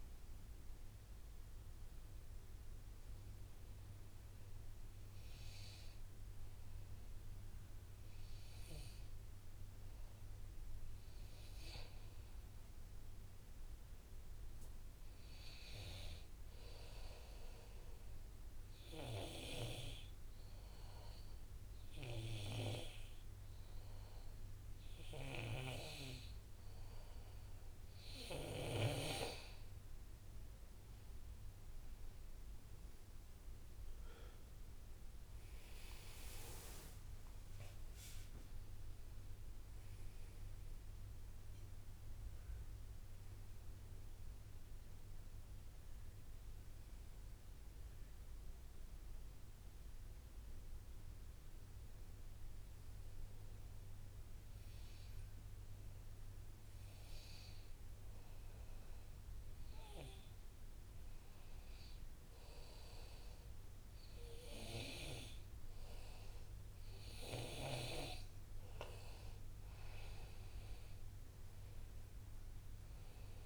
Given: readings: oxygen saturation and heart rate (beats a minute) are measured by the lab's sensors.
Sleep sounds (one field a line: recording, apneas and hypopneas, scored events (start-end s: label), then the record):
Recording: breathing in sleep by a room microphone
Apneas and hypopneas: 3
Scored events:
0.00-10.00 s: oxygen desaturation (device-marked, oxygen 92% lowest, heart rate 58 extreme)
0.50-12.00 s: hypopnea (oxygen 98% before, 92% lowest, heart rate 64 before, 58 extreme, up 1 after)
13.50-16.00 s: arousal
18.50-29.50 s: obstructive apnea (oxygen 99% before, 93% lowest, heart rate 63 before, 60 extreme, up 8 after)
32.50-37.00 s: arousal
36.00-54.00 s: oxygen desaturation (device-marked, oxygen 97% before, 93% lowest, heart rate 62 before, 60 extreme)
54.00-69.00 s: hypopnea (oxygen 97% before, 95% lowest, heart rate 68 before, 59 extreme, up 4 after)
70.00-73.46 s: arousal
72.00-73.46 s: oxygen desaturation (device-marked, oxygen 99% before, 95% lowest, heart rate 63 before, 59 extreme)
From the record:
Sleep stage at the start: N2 (light sleep)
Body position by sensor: on the back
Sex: male